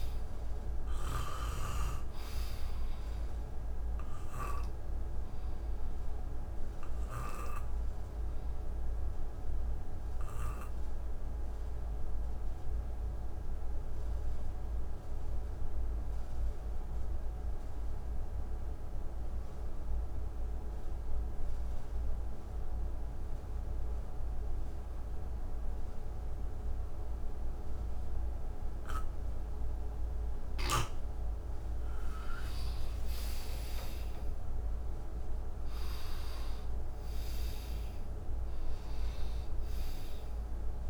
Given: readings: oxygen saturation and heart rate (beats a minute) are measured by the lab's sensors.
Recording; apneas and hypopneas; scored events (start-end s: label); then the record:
breathing in sleep by a room microphone; 1
0.00-1.00 s: arousal
0.00-1.50 s: snoring (device-marked)
0.00-16.50 s: oxygen desaturation (device-marked, oxygen 84% lowest, heart rate 60 extreme)
7.00-31.00 s: obstructive apnea (oxygen 97% before, 83% lowest, heart rate 70 before, 56 extreme, up 26 after)
28.50-40.90 s: oxygen desaturation (device-marked, oxygen 98% before, 83% lowest, heart rate 64 before, 56 extreme)
32.50-37.00 s: arousal
From the record:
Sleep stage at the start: N2 (light sleep); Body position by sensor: on the back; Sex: male